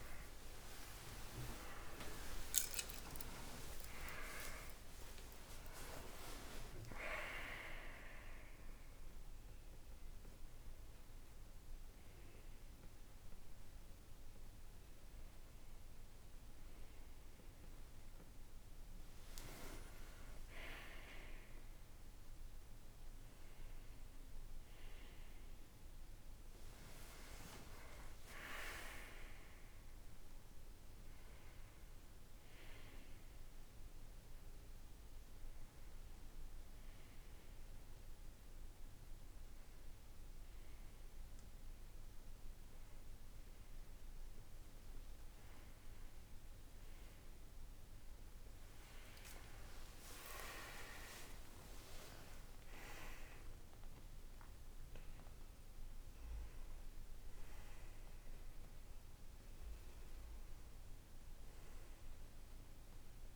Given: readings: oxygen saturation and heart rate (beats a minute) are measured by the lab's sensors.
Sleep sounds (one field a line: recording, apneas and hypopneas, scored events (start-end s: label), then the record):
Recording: a person partly awake in a sleep study, by a room microphone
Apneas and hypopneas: 1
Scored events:
4.50-6.50 s: long interval between heartbeats (device-marked, heart rate 91 before, 106 extreme)
24.00-38.00 s: oxygen desaturation (device-marked, oxygen 98% before, 94% lowest, heart rate 79 before, 56 extreme)
29.00-59.00 s: new sleep stage, N1 (lightest sleep)
36.00-46.00 s: hypopnea (oxygen 98% before, 89% lowest, heart rate 63 before, 56 extreme, up 14 after)
49.00-53.00 s: arousal
49.00-63.36 s: oxygen desaturation (device-marked, oxygen 96% before, 89% lowest, heart rate 62 before, 53 extreme)
59.00-63.36 s: new sleep stage, N2 (light sleep)
From the record:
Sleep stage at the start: awake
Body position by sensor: on the right side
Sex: male